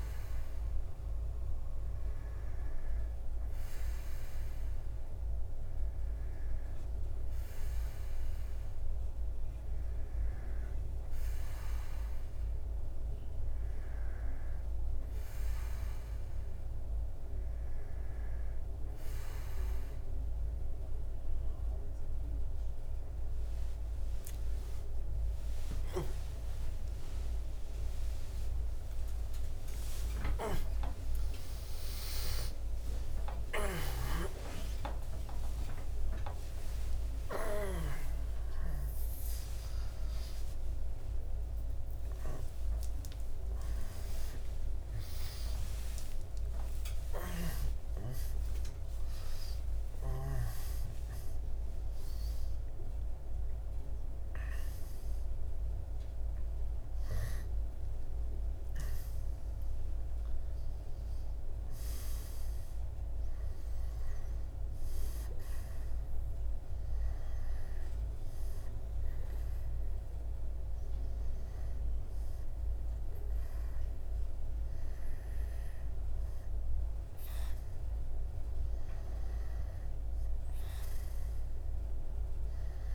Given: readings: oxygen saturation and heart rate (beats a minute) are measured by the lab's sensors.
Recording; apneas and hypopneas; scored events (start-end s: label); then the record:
a person partly awake in a sleep study, by a room microphone; none
28.00-58.00 s: new sleep stage, awake
58.00-82.95 s: new sleep stage, N2 (light sleep)
From the record:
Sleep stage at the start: N2 (light sleep); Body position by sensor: on the back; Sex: male